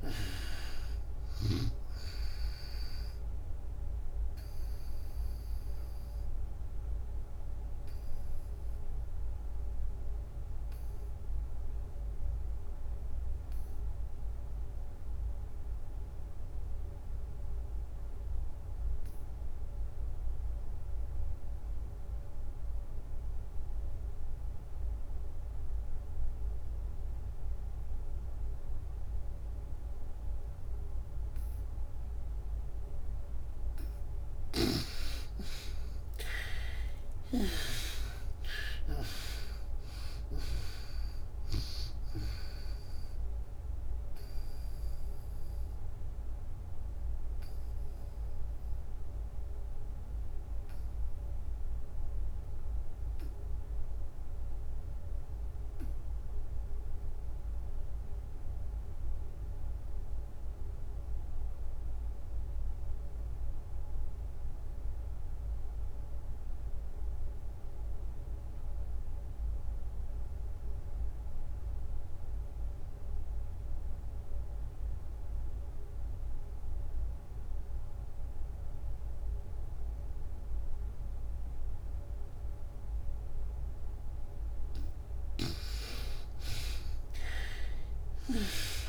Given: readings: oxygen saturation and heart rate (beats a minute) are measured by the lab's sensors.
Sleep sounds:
breathing in sleep by a room microphone; 2
0.00-16.50 s: oxygen desaturation (device-marked, oxygen 58% lowest, heart rate 65 extreme)
5.00-32.50 s: obstructive apnea (oxygen 95% before, 51% lowest, heart rate 84 before, 65 extreme)
18.50-57.50 s: oxygen desaturation (device-marked, oxygen 95% before, 52% lowest, heart rate 90 before, 59 extreme)
33.00-37.50 s: arousal
45.00-83.50 s: obstructive apnea (oxygen 95% before, 45% lowest, heart rate 96 before, 59 extreme, up 55 after)
62.50-88.88 s: oxygen desaturation (device-marked, oxygen 93% before, 45% lowest, heart rate 89 before, 59 extreme)
86.00-88.88 s: arousal
From the record:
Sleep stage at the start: N2 (light sleep); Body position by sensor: on the back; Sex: female

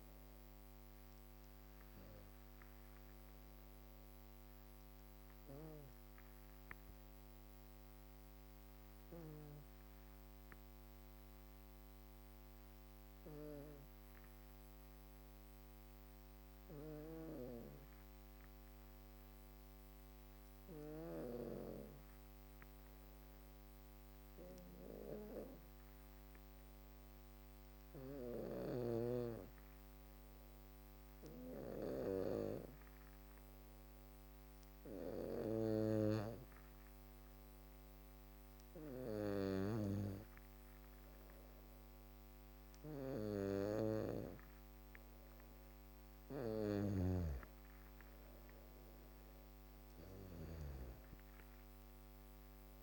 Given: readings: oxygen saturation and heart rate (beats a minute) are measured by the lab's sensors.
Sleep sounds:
breathing in sleep by a microphone on the trachea; 1
6.50-34.00 s: hypopnea (oxygen 98% before, 95% lowest, heart rate 62 before, 52 extreme, up 2 after)
35.50-40.00 s: arousal
From the record:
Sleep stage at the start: N2 (light sleep); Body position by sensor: on the back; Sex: female

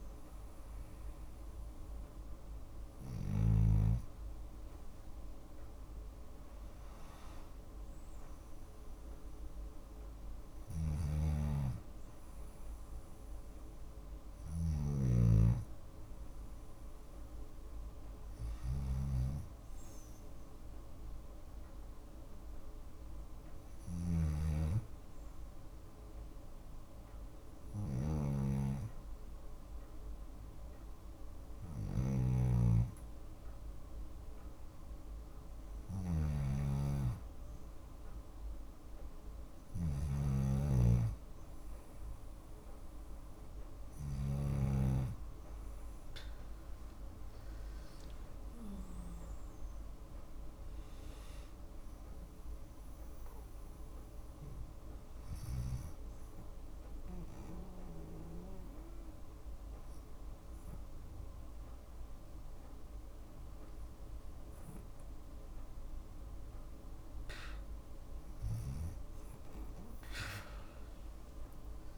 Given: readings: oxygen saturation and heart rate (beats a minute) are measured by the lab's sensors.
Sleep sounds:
breathing in sleep by a room microphone; 2
0.00-3.00 s: snoring (device-marked)
10.00-44.00 s: snoring (device-marked)
22.00-35.00 s: hypopnea (oxygen 96% before, 93% lowest, heart rate 57 before, 55 extreme, up 1 after)
37.50-41.50 s: arousal
54.50-66.00 s: hypopnea (oxygen 95% before, 93% lowest, heart rate 59 before, 54 extreme, up 6 after)
70.00-71.98 s: arousal
From the record:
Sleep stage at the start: N2 (light sleep); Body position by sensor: on the left side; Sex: female

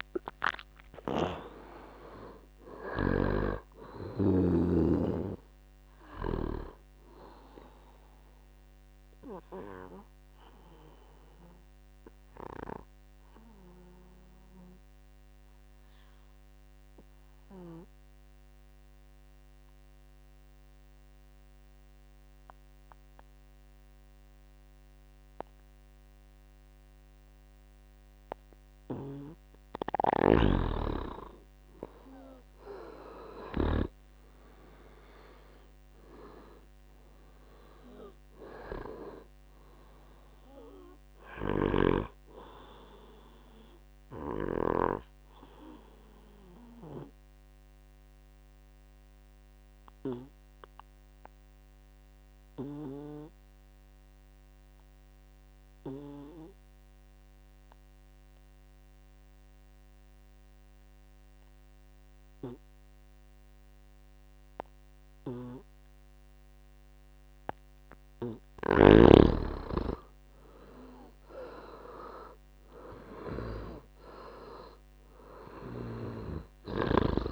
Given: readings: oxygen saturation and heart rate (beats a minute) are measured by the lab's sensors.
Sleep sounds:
breathing in sleep by a microphone on the trachea; 2
0.00-24.50 s: oxygen desaturation (device-marked, oxygen 86% lowest, heart rate 56 extreme)
8.50-29.50 s: obstructive apnea (oxygen 99% before, 84% lowest, heart rate 76 before, 55 extreme, up 13 after)
30.00-34.00 s: snoring (device-marked)
31.50-35.50 s: arousal
32.50-61.50 s: oxygen desaturation (device-marked, oxygen 99% before, 85% lowest, heart rate 62 before, 55 extreme)
46.00-68.00 s: obstructive apnea (oxygen 99% before, 82% lowest, heart rate 71 before, 59 extreme, up 12 after)
71.00-74.50 s: arousal
71.50-77.32 s: oxygen desaturation (device-marked, oxygen 99% before, 82% lowest, heart rate 66 before, 59 extreme)
From the record:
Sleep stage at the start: N2 (light sleep); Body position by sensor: on the back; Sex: male

